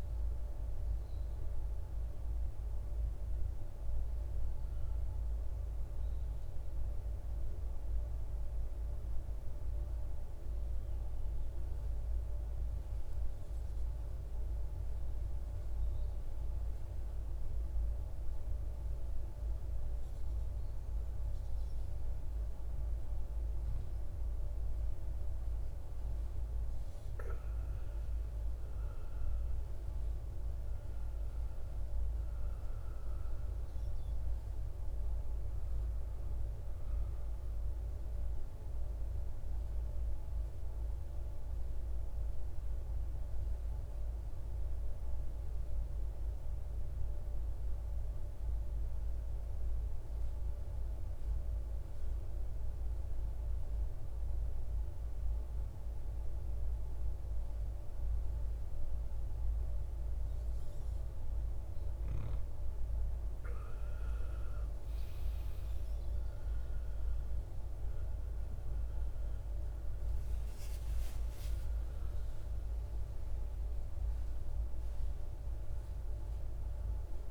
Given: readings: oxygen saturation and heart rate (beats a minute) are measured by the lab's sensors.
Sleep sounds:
breathing in sleep, hard to hear, by a room microphone; 2
0.00-6.00 s: oxygen desaturation (device-marked, oxygen 90% lowest, heart rate 54 extreme)
4.00-21.00 s: mixed apnea (oxygen 97% before, 90% lowest, heart rate 66 before, 54 extreme, up 6 after)
28.00-33.00 s: arousal
37.00-50.00 s: oxygen desaturation (device-marked, oxygen 98% before, 94% lowest, heart rate 59 before, 57 extreme)
45.00-60.00 s: mixed apnea (oxygen 98% before, 90% lowest, heart rate 61 before, 56 extreme, up 11 after)
61.00-77.31 s: oxygen desaturation (device-marked, oxygen 98% before, 90% lowest, heart rate 60 before, 52 extreme)
63.50-68.00 s: arousal
From the record:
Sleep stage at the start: N2 (light sleep); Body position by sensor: on the right side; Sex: male

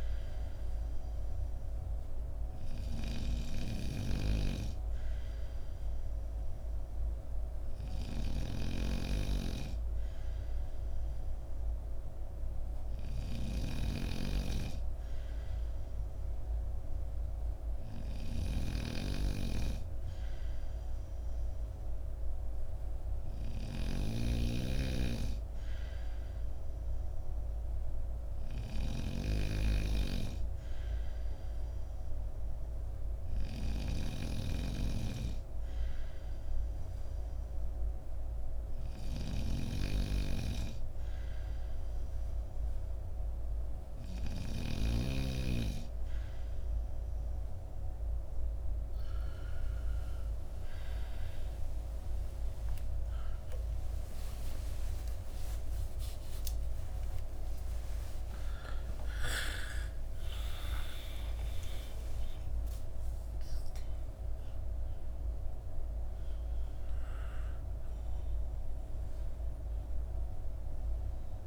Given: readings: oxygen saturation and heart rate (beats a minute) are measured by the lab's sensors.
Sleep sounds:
breathing in sleep by a room microphone; none
0.00-44.00 s: snoring (device-marked)
52.50-59.00 s: arousal
From the record:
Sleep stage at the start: N2 (light sleep); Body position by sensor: on the right side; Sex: male

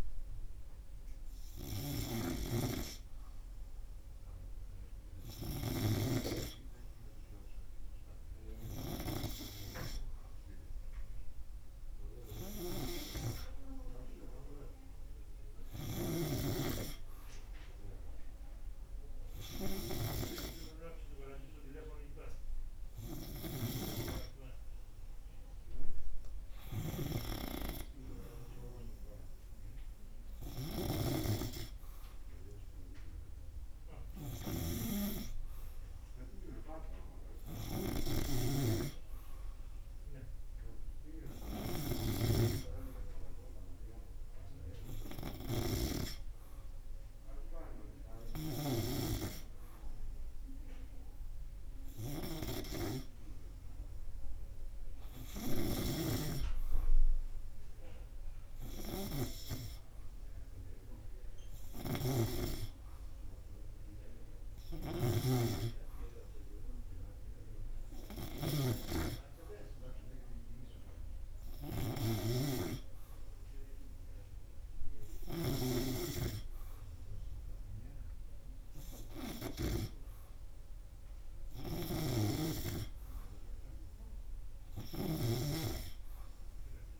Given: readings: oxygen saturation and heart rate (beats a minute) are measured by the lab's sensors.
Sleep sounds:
breathing in sleep by a room microphone; none
38.50-43.00 s: snoring (device-marked)
65.50-69.50 s: snoring (device-marked)
From the record:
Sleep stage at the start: N2 (light sleep); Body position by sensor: on the right side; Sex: male

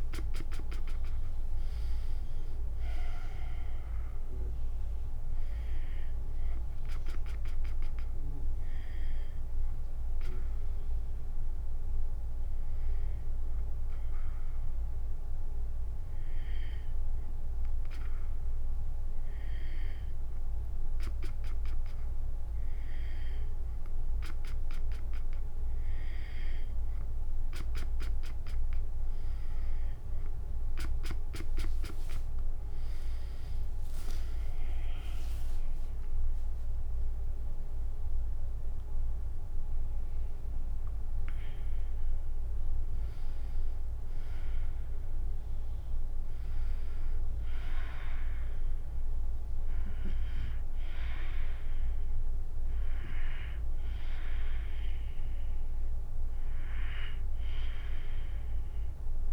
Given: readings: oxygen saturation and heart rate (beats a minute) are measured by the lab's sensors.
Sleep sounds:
breathing in sleep by a room microphone; none
3.50-11.50 s: drop in pulse transit time (device-marked, heart rate 78 before, 69 extreme)
32.50-36.50 s: tachycardia (device-marked, heart rate 91 before, 109 extreme)
34.00-39.00 s: arousal
34.50-47.50 s: drop in pulse transit time (device-marked, heart rate 74 before, 79 extreme)
From the record:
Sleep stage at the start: N2 (light sleep); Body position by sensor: on the back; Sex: female

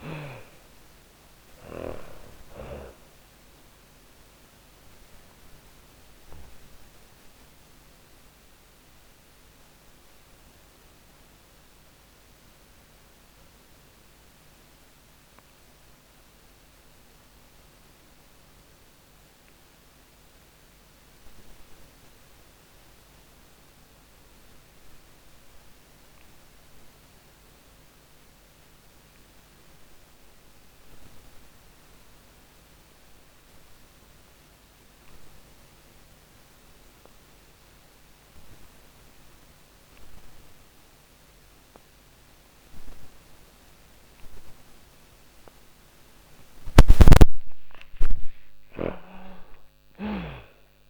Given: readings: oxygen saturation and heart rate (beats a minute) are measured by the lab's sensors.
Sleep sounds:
breathing in sleep by a microphone on the trachea; 1
0.00-25.00 s: oxygen desaturation (device-marked, oxygen 62% lowest, heart rate 40 extreme)
3.50-44.50 s: mixed apnea (oxygen 92% before, 62% lowest, heart rate 52 before, 40 extreme, up 52 after)
30.00-50.90 s: oxygen desaturation (device-marked, oxygen 97% before, 64% lowest, heart rate 50 before, 45 extreme)
44.50-48.50 s: snoring (device-marked)
46.50-50.90 s: arousal
From the record:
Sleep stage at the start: N2 (light sleep); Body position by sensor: on the back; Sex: female

